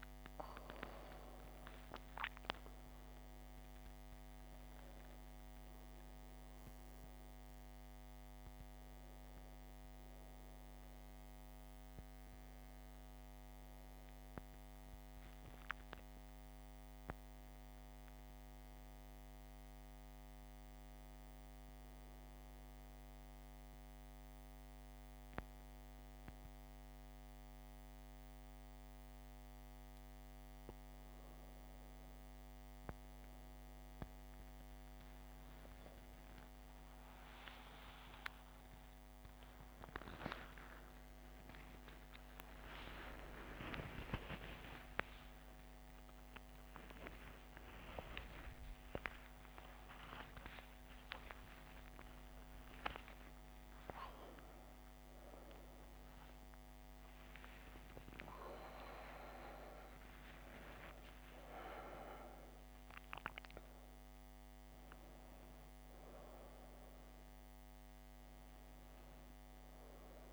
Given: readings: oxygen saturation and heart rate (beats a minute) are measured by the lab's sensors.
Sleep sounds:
a person awake in a sleep study, by a microphone on the trachea; none
67.50-70.33 s: new sleep stage, N1 (lightest sleep)
From the record:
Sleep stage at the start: awake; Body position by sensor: on the back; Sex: female

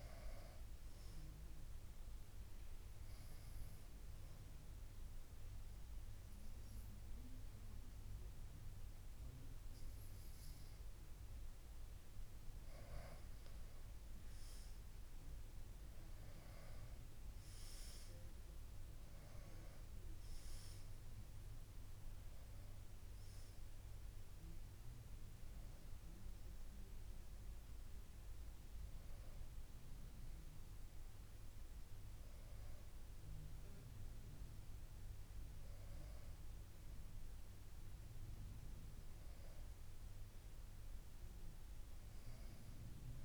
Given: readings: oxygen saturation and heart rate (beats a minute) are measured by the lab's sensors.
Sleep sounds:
breathing in sleep, hard to hear, by a room microphone; 1
2.50-13.50 s: obstructive apnea (oxygen 96% before, 93% lowest, heart rate 66 before, 59 extreme, up 4 after)
14.50-18.00 s: arousal
From the record:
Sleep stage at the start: N2 (light sleep); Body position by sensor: on the back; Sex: female

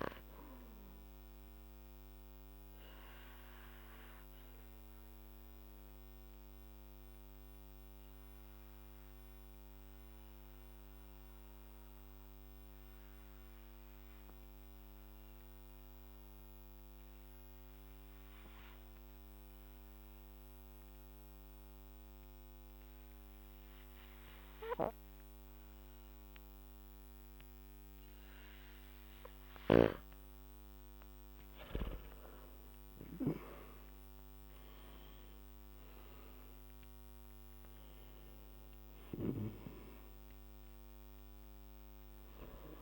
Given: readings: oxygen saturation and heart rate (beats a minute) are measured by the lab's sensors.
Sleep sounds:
breathing in sleep by a microphone on the trachea; 1
0.00-27.00 s: oxygen desaturation (device-marked, oxygen 90% lowest, heart rate 50 extreme)
0.50-28.50 s: obstructive apnea (oxygen 99% before, 87% lowest, heart rate 57 before, 50 extreme, up 9 after)
31.00-37.00 s: arousal
From the record:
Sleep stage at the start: N2 (light sleep); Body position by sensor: on the back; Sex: male

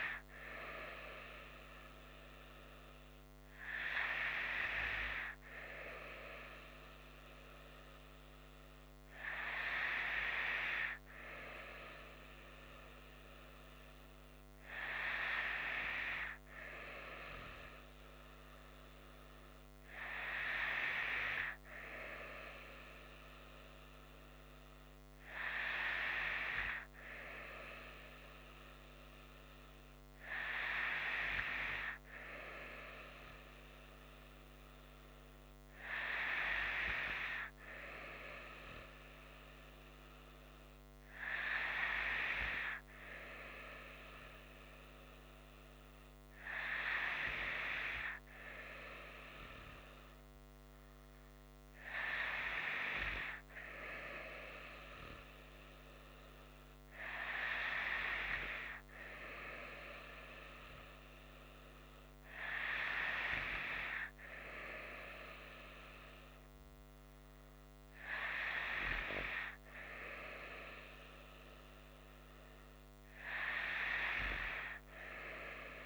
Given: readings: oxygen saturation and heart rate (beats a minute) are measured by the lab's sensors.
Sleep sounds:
breathing in sleep by a microphone on the trachea; none
none scored
From the record:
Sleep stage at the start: N2 (light sleep); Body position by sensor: on the right side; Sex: female

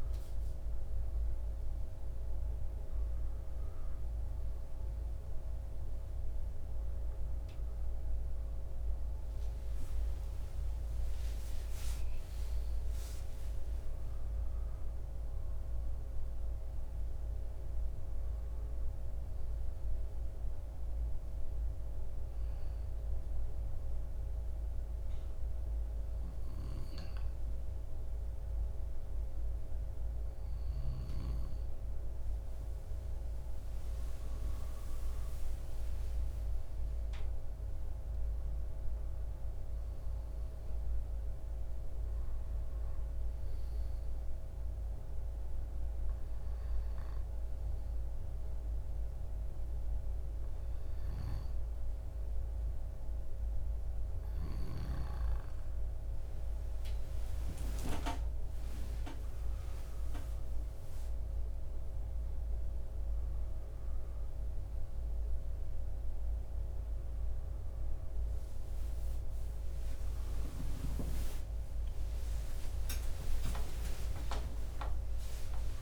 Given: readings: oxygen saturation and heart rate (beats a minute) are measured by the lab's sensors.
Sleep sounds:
breathing in sleep, hard to hear, by a room microphone; 1
10.00-14.00 s: arousal
22.50-34.50 s: hypopnea (oxygen 96% before, 94% lowest, heart rate 40 before, 54 extreme, up 18 after)
36.00-40.00 s: arousal
57.00-75.82 s: new sleep stage, awake
From the record:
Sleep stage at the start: N2 (light sleep); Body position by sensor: on the back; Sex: male

